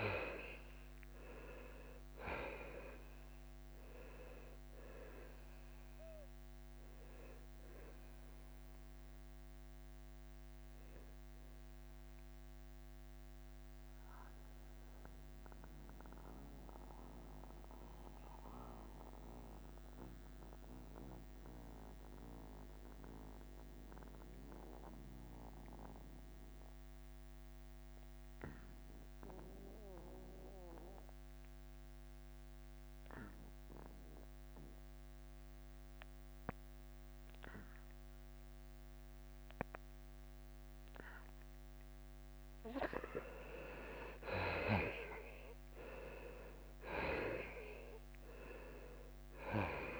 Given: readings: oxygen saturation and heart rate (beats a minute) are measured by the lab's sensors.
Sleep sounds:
breathing in sleep by a microphone on the trachea; 1
0.00-3.00 s: arousal
0.00-12.00 s: drop in pulse transit time (device-marked, heart rate 81 extreme)
0.00-17.00 s: oxygen desaturation (device-marked, oxygen 90% lowest, heart rate 81 extreme)
13.00-43.00 s: mixed apnea (oxygen 99% before, 79% lowest, heart rate 85 before, 78 extreme, up 6 after)
19.00-33.00 s: oxygen desaturation (device-marked, oxygen 91% before, 80% lowest, heart rate 85 before, 81 extreme)
45.00-50.00 s: arousal
46.00-50.00 s: drop in pulse transit time (device-marked, heart rate 83 before, 81 extreme)
48.00-50.00 s: oxygen desaturation (device-marked, oxygen 96% before, 79% lowest, heart rate 83 before, 78 extreme)
From the record:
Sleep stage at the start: N2 (light sleep); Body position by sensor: on the back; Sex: male

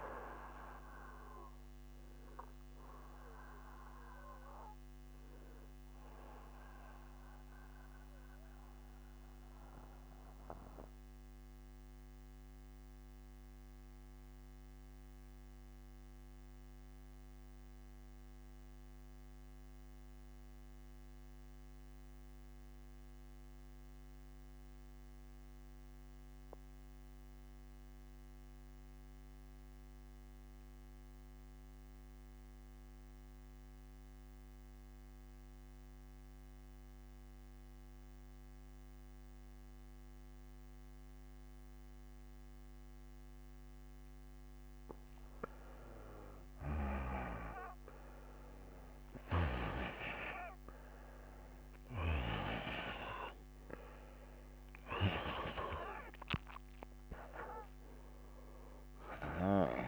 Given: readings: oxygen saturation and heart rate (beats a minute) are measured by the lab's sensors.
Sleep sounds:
breathing in sleep by a microphone on the trachea; 1
0.00-9.00 s: oxygen desaturation (device-marked, oxygen 87% lowest, heart rate 61 extreme)
6.50-43.00 s: mixed apnea (oxygen 94% before, 84% lowest, heart rate 65 before, 55 extreme, up 1 after)
32.00-59.88 s: oxygen desaturation (device-marked, oxygen 97% before, 84% lowest, heart rate 62 before, 52 extreme)
45.00-49.50 s: arousal
45.00-51.00 s: bradycardia (device-marked, heart rate 66 before, 55 extreme)
From the record:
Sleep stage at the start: N2 (light sleep); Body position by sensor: on the back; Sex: male

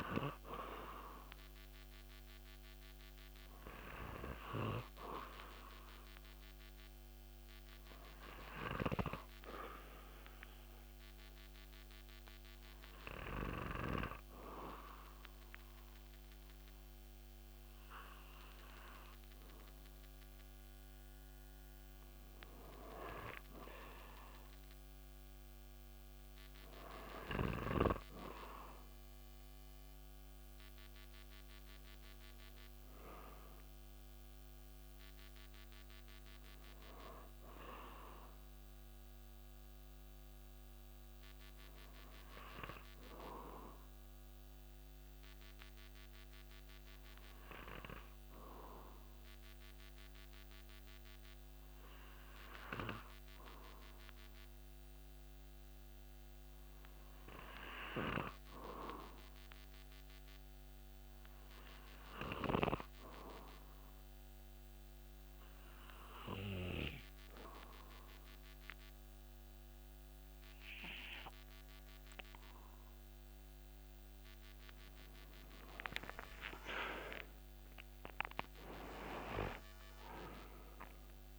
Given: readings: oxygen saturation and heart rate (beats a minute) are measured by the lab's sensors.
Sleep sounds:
breathing in sleep by a microphone on the trachea; 2
0.00-3.50 s: arousal
0.00-20.50 s: oxygen desaturation (device-marked, oxygen 94% lowest)
9.00-22.50 s: hypopnea (oxygen 98% before, 94% lowest)
26.00-30.00 s: arousal
42.00-72.00 s: hypopnea (oxygen 97% before, 91% lowest)
From the record:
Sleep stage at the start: N2 (light sleep); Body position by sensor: on the back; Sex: male

